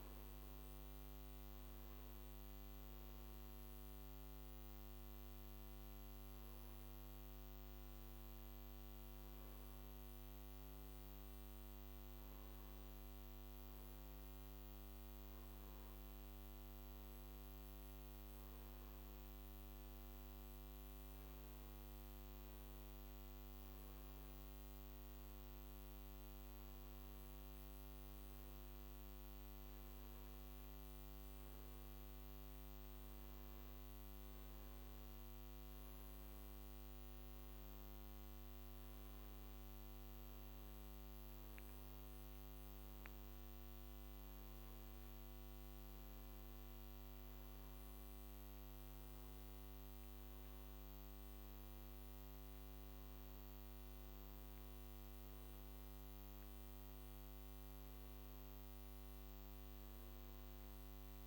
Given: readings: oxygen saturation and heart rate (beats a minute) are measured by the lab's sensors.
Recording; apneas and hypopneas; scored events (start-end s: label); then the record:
breathing in sleep, hard to hear, by a microphone on the trachea; none
none scored
From the record:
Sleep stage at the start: N1 (lightest sleep); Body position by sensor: on the back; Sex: male